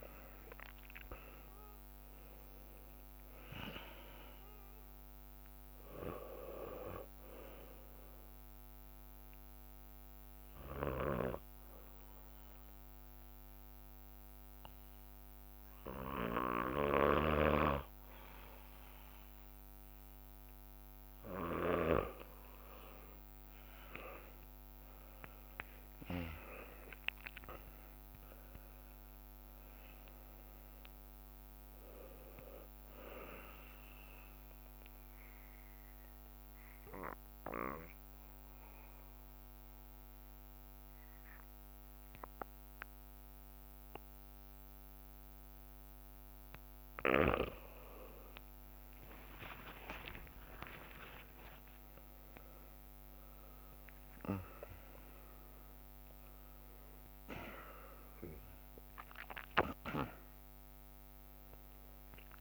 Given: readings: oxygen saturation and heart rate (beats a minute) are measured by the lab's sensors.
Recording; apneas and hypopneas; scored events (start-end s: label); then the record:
breathing in sleep by a microphone on the trachea; 2
0.00-1.50 s: arousal
0.00-1.50 s: drop in pulse transit time (device-marked, heart rate 57 extreme)
0.00-1.50 s: leg movement (device-marked)
7.50-21.50 s: bradycardia (device-marked, heart rate 60 before, 56 extreme)
9.50-22.00 s: hypopnea (oxygen 96% before, 94% lowest, heart rate 61 before, 55 extreme, up 20 after)
15.50-28.50 s: drop in pulse transit time (device-marked, heart rate 61 before, 56 extreme)
23.50-28.50 s: arousal
24.00-26.00 s: leg movement (device-marked)
26.50-28.50 s: long interval between heartbeats (device-marked, heart rate 58 before, 71 extreme)
26.50-44.50 s: oxygen desaturation (device-marked, oxygen 97% before, 94% lowest, heart rate 58 before, 55 extreme)
33.50-46.50 s: bradycardia (device-marked, heart rate 60 before, 55 extreme)
35.00-47.50 s: mixed apnea (oxygen 97% before, 94% lowest, heart rate 64 before, 55 extreme, up 57 after)
42.50-58.50 s: drop in pulse transit time (device-marked, heart rate 64 before, 56 extreme)
47.50-53.50 s: tachycardia (device-marked, heart rate 60 before, 108 extreme)
47.50-57.50 s: leg movement (device-marked)
49.00-53.50 s: arousal
50.00-52.00 s: long interval between heartbeats (device-marked, heart rate 61 before, 73 extreme)
51.50-62.41 s: oxygen desaturation (device-marked, oxygen 98% before, 94% lowest, heart rate 62 before, 56 extreme)
From the record:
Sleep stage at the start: N2 (light sleep); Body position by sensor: on the back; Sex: male